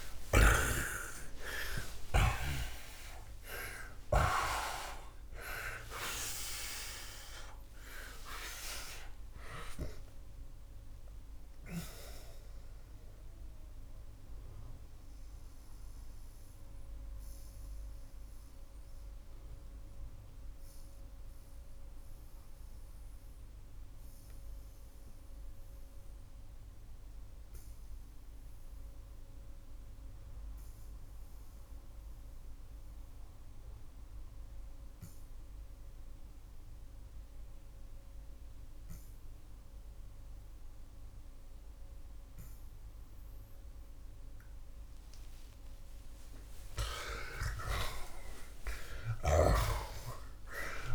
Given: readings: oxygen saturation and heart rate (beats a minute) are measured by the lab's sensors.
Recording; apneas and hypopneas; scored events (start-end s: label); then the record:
breathing in sleep by a room microphone; 1
0.00-1.50 s: arousal
9.00-43.00 s: oxygen desaturation (device-marked, oxygen 92% before, 68% lowest)
13.50-45.00 s: mixed apnea (oxygen 93% before, 68% lowest)
48.00-50.95 s: arousal
49.00-50.95 s: snoring (device-marked)
From the record:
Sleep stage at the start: REM sleep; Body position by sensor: on the back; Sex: male